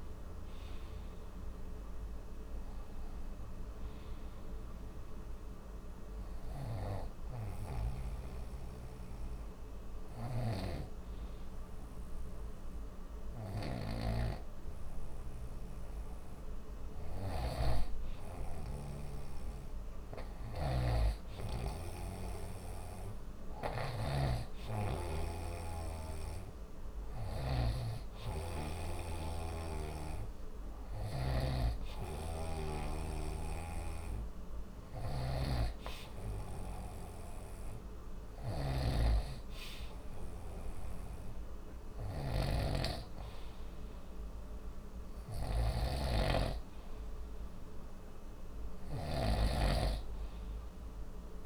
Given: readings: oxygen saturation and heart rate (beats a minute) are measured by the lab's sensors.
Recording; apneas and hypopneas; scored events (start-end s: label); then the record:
breathing in sleep by a room microphone; 1
6.50-17.50 s: hypopnea (oxygen 93% before, 91% lowest, heart rate 66 before, 30 extreme, up 1 after)
10.00-27.50 s: snoring (device-marked)
19.50-23.00 s: arousal
32.00-51.46 s: snoring (device-marked)
From the record:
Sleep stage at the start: N2 (light sleep); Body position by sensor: on the right side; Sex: male